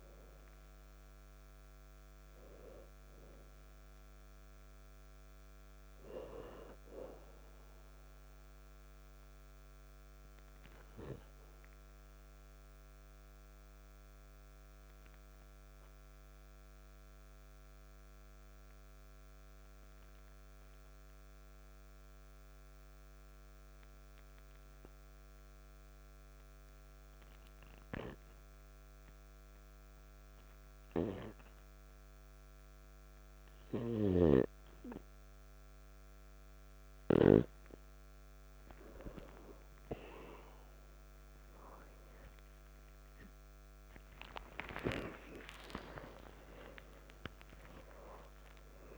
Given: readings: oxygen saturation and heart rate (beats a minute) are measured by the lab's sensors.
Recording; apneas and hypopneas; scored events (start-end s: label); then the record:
breathing in sleep by a microphone on the trachea; 1
0.00-5.50 s: oxygen desaturation (device-marked, oxygen 92% lowest, heart rate 55 extreme)
10.50-27.50 s: oxygen desaturation (device-marked, oxygen 93% before, 88% lowest, heart rate 62 before, 51 extreme)
12.50-31.00 s: obstructive apnea (oxygen 95% before, 88% lowest, heart rate 63 before, 51 extreme, up 0 after)
43.50-48.97 s: new sleep stage, awake
From the record:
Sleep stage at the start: N2 (light sleep); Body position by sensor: on the back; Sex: male